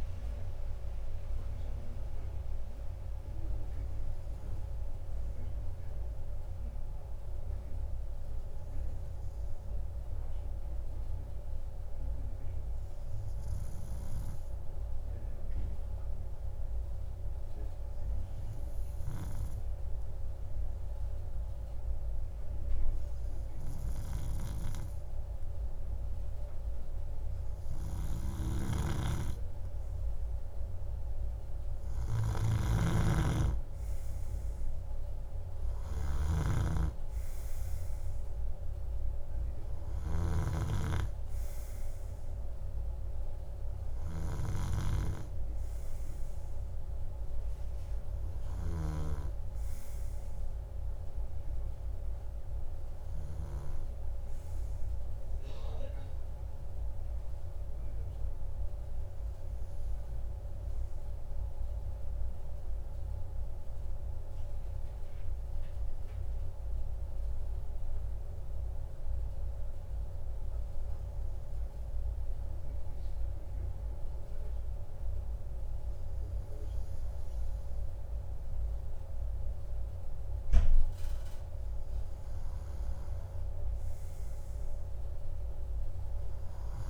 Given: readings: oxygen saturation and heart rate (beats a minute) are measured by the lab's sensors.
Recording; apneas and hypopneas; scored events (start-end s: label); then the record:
breathing in sleep by a room microphone; 2
8.00-29.50 s: hypopnea (oxygen 98% before, 96% lowest, heart rate 52 before, 52 extreme, up 5 after)
32.00-35.50 s: arousal
60.50-81.50 s: hypopnea (oxygen 98% before, 96% lowest, heart rate 53 before, 50 extreme, up 4 after)
83.00-86.50 s: arousal
From the record:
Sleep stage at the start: N2 (light sleep); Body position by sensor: on the right side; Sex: male